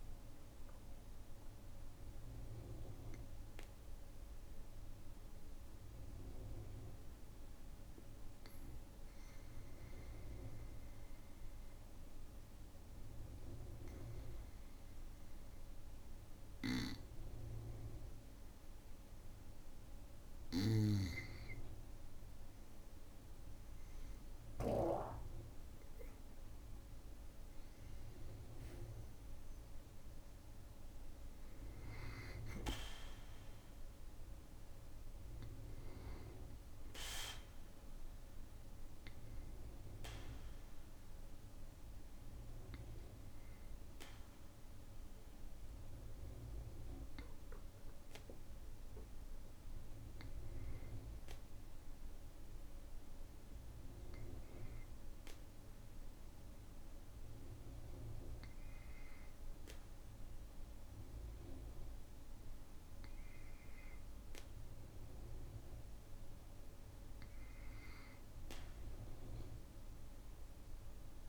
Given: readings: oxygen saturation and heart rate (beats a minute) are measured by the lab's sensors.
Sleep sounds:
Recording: breathing in sleep by a room microphone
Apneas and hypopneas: 1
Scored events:
0.00-12.00 s: oxygen desaturation (device-marked, oxygen 97% before, 94% lowest, heart rate 64 before, 53 extreme)
0.50-22.50 s: obstructive apnea (oxygen 99% before, 94% lowest, heart rate 64 before, 53 extreme, up 5 after)
23.50-27.00 s: arousal
From the record:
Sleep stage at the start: N2 (light sleep)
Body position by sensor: on the back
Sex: male

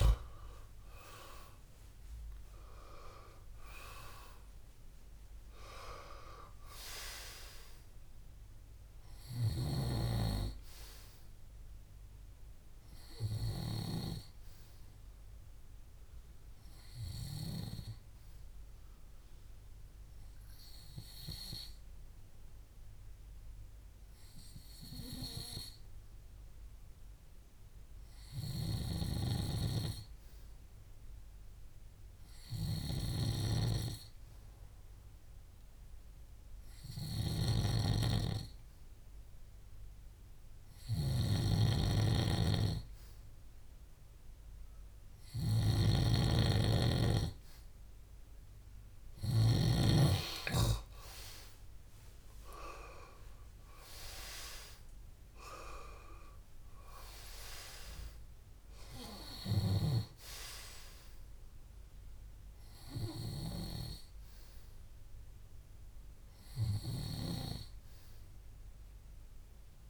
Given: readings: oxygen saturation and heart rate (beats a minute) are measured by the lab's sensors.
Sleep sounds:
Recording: breathing in sleep by a room microphone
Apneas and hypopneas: 1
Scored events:
0.00-28.50 s: oxygen desaturation (device-marked, oxygen 94% lowest, heart rate 61 extreme)
21.50-40.00 s: hypopnea (oxygen 98% before, 92% lowest, heart rate 67 before, 62 extreme, up 3 after)
37.00-49.50 s: snoring (device-marked)
43.00-46.50 s: arousal
46.50-69.90 s: oxygen desaturation (device-marked, oxygen 97% before, 92% lowest, heart rate 63 before, 62 extreme)
From the record:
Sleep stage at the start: N2 (light sleep)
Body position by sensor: on the back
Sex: male

